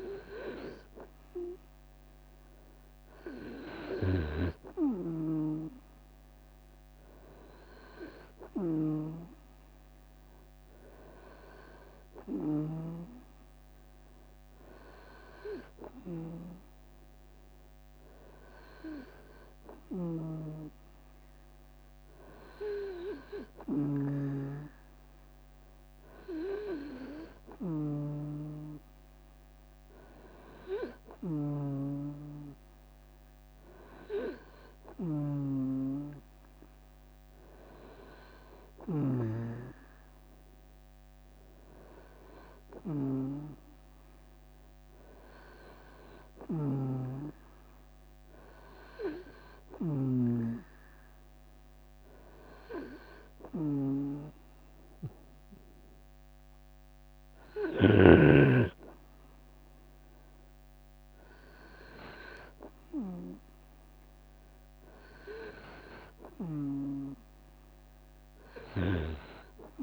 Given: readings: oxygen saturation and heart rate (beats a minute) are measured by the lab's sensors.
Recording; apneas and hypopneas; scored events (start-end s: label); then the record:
breathing in sleep by a microphone on the trachea; none
3.50-5.50 s: long interval between heartbeats (device-marked, heart rate 80 before, 68 extreme)
14.50-24.50 s: drop in pulse transit time (device-marked, heart rate 77 before, 76 extreme)
26.50-28.50 s: long interval between heartbeats (device-marked, heart rate 78 before, 76 extreme)
45.50-49.50 s: snoring (device-marked)
From the record:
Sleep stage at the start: REM sleep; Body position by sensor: on the right side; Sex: male